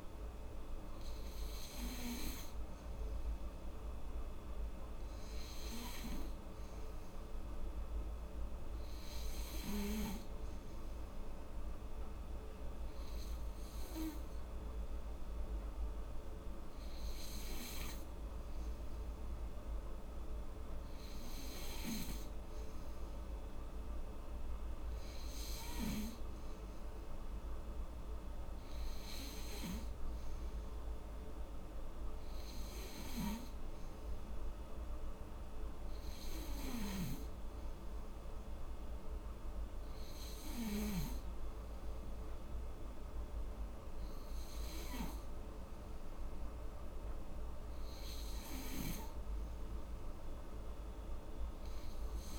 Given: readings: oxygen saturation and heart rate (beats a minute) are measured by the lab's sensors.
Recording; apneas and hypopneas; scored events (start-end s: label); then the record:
breathing in sleep by a room microphone; none
none scored
From the record:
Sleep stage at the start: N3 (deep sleep); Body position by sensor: on the back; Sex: female